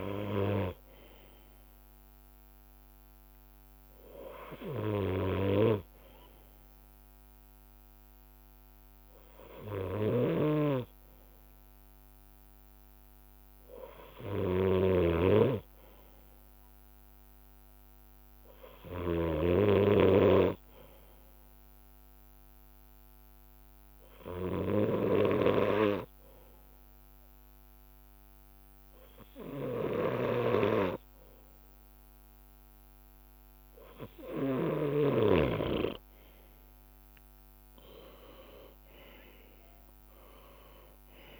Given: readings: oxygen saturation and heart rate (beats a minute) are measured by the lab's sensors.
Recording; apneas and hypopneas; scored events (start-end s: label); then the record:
breathing in sleep by a microphone on the trachea; 1
0.00-1.00 s: leg movement (device-marked)
0.50-35.50 s: bradycardia (device-marked, heart rate 60 before, 55 extreme)
4.00-6.50 s: leg movement (device-marked)
8.50-12.50 s: leg movement (device-marked)
13.50-38.50 s: drop in pulse transit time (device-marked, heart rate 61 before, 56 extreme)
14.50-19.50 s: snoring (device-marked)
17.50-20.50 s: leg movement (device-marked)
19.00-33.00 s: hypopnea (oxygen 98% before, 96% lowest, heart rate 58 before, 54 extreme, up 7 after)
22.50-27.00 s: leg movement (device-marked)
32.00-40.00 s: leg movement (device-marked)
36.00-40.50 s: arousal
From the record:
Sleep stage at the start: N2 (light sleep); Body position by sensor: on the left side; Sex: male